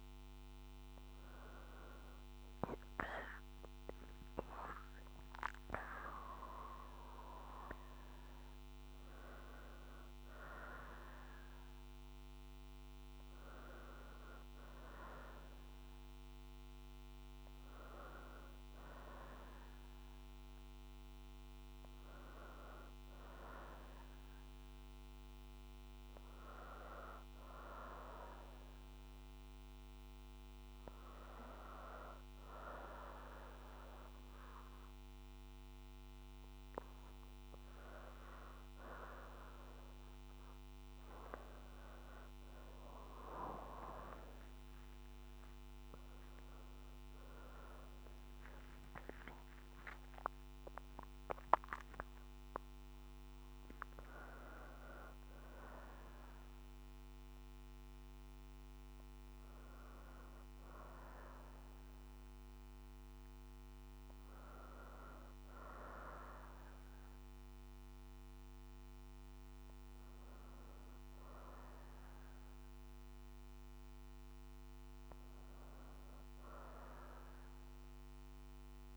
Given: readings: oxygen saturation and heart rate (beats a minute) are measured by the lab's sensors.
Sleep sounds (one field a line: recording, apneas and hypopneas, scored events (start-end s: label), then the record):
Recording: breathing in sleep by a microphone on the trachea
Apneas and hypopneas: 1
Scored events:
3.50-8.00 s: arousal
26.50-39.00 s: hypopnea (oxygen 95% before, 91% lowest, heart rate 66 before, 60 extreme, up 11 after)
44.50-50.00 s: arousal
From the record:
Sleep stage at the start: N1 (lightest sleep)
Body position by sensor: on the back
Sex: female